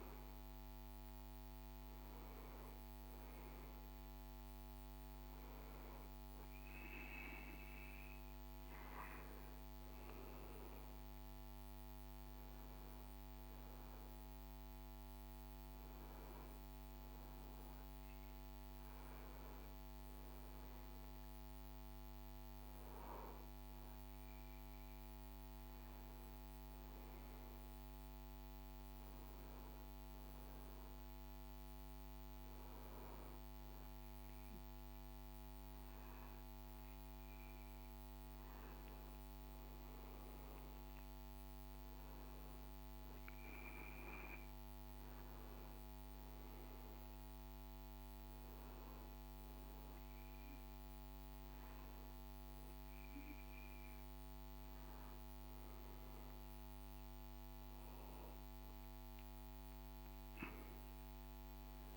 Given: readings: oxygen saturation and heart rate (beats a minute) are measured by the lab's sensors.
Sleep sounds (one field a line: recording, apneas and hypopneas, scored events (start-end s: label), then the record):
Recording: breathing in sleep, hard to hear, by a microphone on the trachea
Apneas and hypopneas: none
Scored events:
23.00-61.96 s: new sleep stage, N2 (light sleep)
From the record:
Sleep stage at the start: N1 (lightest sleep)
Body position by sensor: on the back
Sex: male